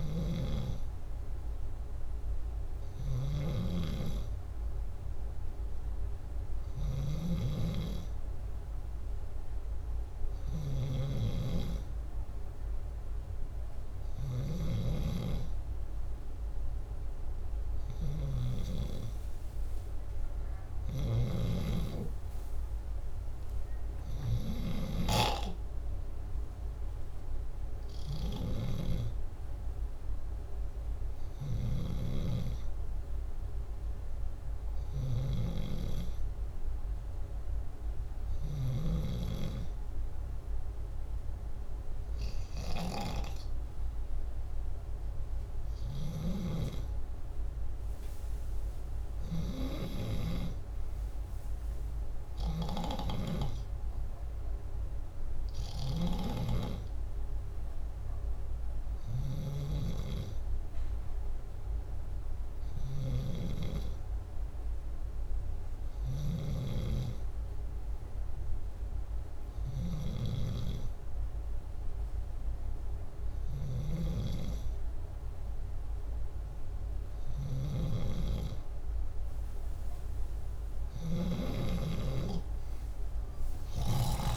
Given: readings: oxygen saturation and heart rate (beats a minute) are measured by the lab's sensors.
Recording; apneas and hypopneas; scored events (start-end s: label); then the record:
breathing in sleep by a room microphone; none
0.00-24.50 s: snoring (device-marked)
31.00-38.50 s: snoring (device-marked)
45.50-50.00 s: snoring (device-marked)
58.50-81.00 s: snoring (device-marked)
From the record:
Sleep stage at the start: N2 (light sleep); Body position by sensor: upright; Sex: male